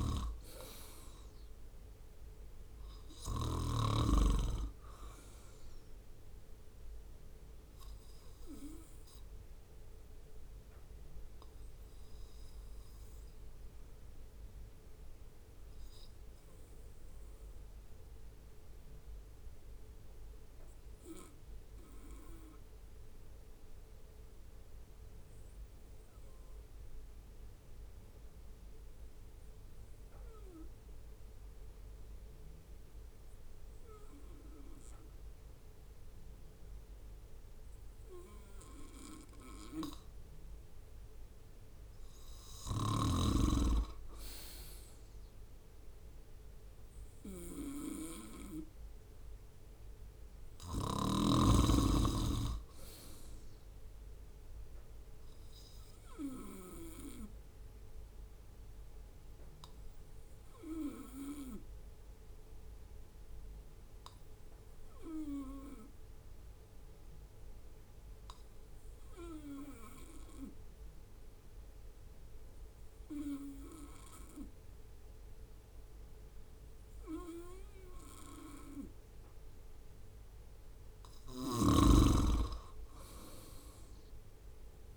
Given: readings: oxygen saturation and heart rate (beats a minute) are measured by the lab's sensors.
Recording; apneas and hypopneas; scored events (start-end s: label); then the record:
breathing in sleep by a room microphone; 2
0.00-3.00 s: snoring (device-marked)
9.50-22.50 s: oxygen desaturation (device-marked, oxygen 95% before, 92% lowest, heart rate 68 before, 65 extreme)
10.50-40.50 s: obstructive apnea (oxygen 96% before, 92% lowest, heart rate 68 before, 65 extreme, up 0 after)
46.50-50.50 s: arousal
53.50-70.50 s: oxygen desaturation (device-marked, oxygen 97% before, 93% lowest, heart rate 67 before, 66 extreme)
57.00-79.50 s: obstructive apnea (oxygen 98% before, 93% lowest, heart rate 67 before, 64 extreme, up 6 after)
81.00-84.97 s: snoring (device-marked)
82.50-84.97 s: arousal
From the record:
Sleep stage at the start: N2 (light sleep); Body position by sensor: on the right side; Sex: male